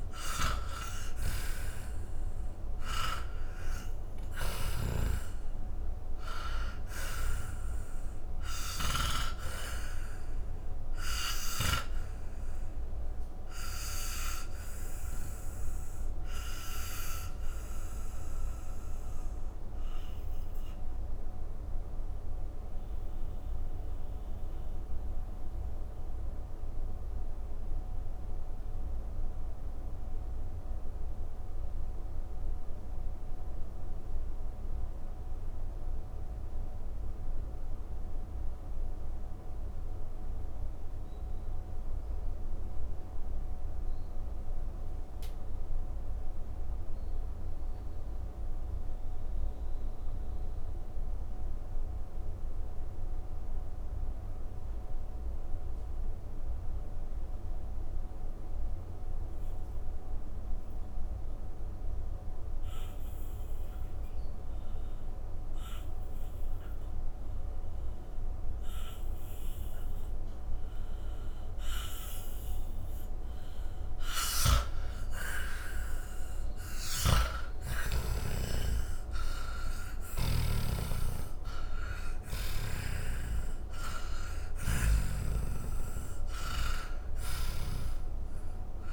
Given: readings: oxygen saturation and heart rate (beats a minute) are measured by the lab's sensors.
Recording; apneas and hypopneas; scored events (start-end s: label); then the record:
breathing in sleep by a room microphone; 1
0.00-1.50 s: arousal
0.00-8.50 s: snoring (device-marked)
0.00-46.00 s: oxygen desaturation (device-marked, oxygen 79% lowest, heart rate 54 extreme)
12.00-73.00 s: mixed apnea (oxygen 98% before, 79% lowest, heart rate 159 before, 54 extreme, up 27 after)
68.00-88.93 s: oxygen desaturation (device-marked, oxygen 99% before, 81% lowest, heart rate 94 before, 64 extreme)
74.00-78.50 s: arousal
76.00-80.00 s: snoring (device-marked)
From the record:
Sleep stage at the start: N2 (light sleep); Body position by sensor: on the back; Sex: male